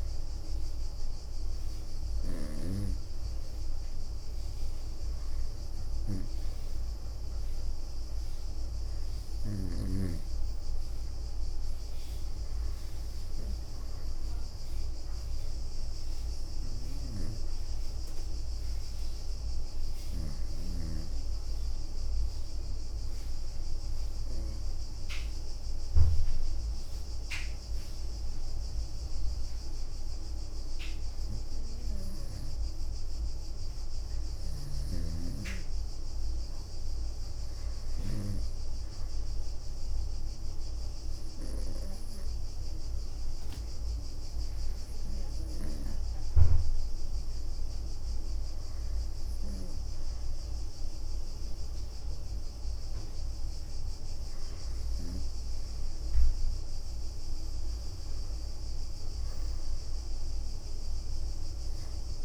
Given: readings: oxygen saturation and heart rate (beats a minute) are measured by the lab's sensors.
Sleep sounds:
breathing in sleep by a room microphone; 1
23.00-34.50 s: obstructive apnea (oxygen 96% before, 89% lowest, heart rate 68 before, 65 extreme, up 3 after)
35.50-55.50 s: oxygen desaturation (device-marked, oxygen 96% before, 89% lowest, heart rate 66 before, 67 extreme)
37.00-40.00 s: arousal
From the record:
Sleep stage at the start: N2 (light sleep); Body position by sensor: on the right side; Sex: female

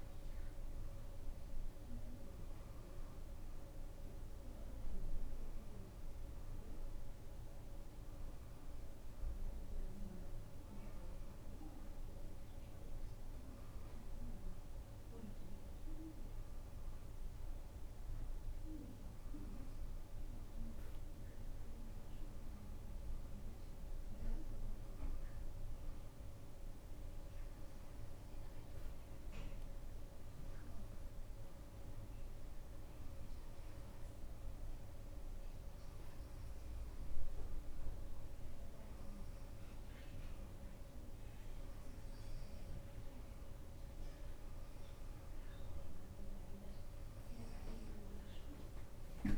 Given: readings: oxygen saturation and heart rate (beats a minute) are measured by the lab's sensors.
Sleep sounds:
a person awake in a sleep study, hard to hear, by a room microphone; none
none scored
From the record:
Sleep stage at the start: awake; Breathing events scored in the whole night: 236 in 3.5 hours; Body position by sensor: upright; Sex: female

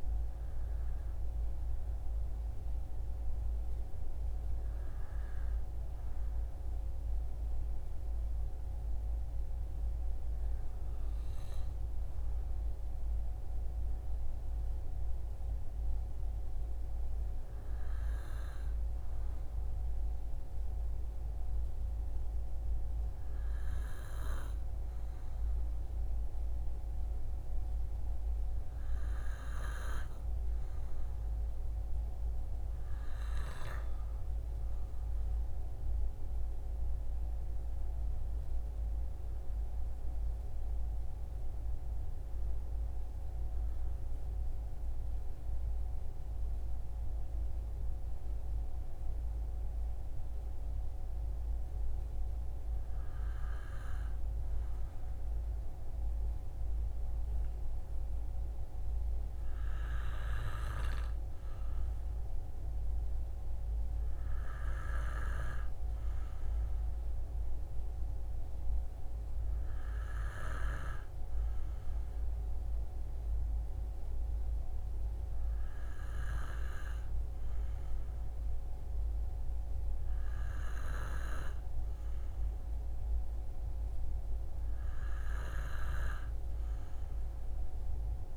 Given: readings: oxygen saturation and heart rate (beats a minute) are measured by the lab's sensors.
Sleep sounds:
breathing in sleep by a room microphone; 2
15.50-28.50 s: hypopnea (oxygen 95% before, 92% lowest, heart rate 59 before, 56 extreme, up 9 after)
31.50-35.00 s: arousal
43.00-53.00 s: central apnea (oxygen 93% before, 92% lowest, heart rate 61 before, 56 extreme, up 5 after)
55.00-58.50 s: arousal
From the record:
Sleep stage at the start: N2 (light sleep); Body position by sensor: on the right side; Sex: male

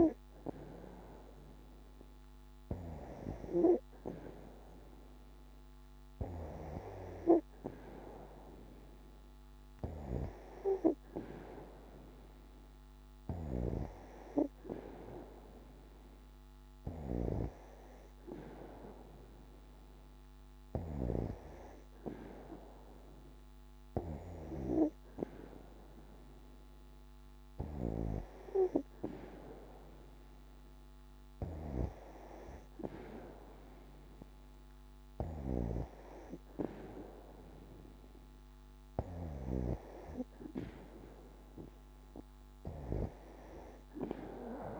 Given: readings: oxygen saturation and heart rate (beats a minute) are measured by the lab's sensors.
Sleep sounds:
breathing in sleep by a microphone on the trachea; none
none scored
From the record:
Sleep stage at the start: N2 (light sleep); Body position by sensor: on the back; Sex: female

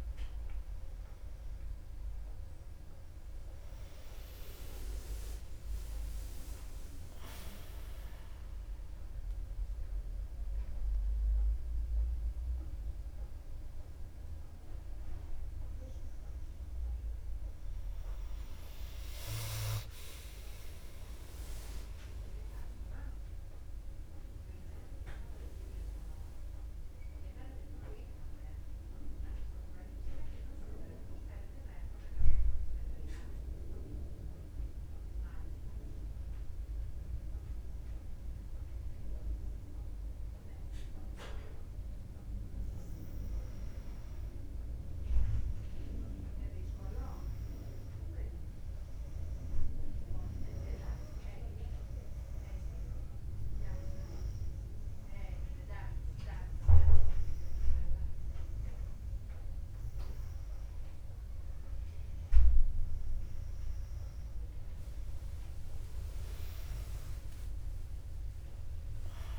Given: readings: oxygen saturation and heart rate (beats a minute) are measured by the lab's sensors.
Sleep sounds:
breathing in sleep by a room microphone; 2
4.00-9.50 s: arousal
21.00-26.00 s: arousal
23.00-34.00 s: drop in pulse transit time (device-marked, heart rate 64 before, 59 extreme)
29.50-43.00 s: mixed apnea (oxygen 99% before, 96% lowest, heart rate 65 before, 58 extreme, up 2 after)
46.00-50.50 s: arousal
53.00-63.00 s: oxygen desaturation (device-marked, oxygen 99% before, 96% lowest, heart rate 61 before, 58 extreme)
53.00-64.00 s: hypopnea (oxygen 99% before, 96% lowest, heart rate 61 before, 58 extreme, up 10 after)
66.00-69.39 s: drop in pulse transit time (device-marked, heart rate 60 before, 60 extreme)
67.00-69.39 s: arousal
From the record:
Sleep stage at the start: N2 (light sleep); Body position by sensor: on the back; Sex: female

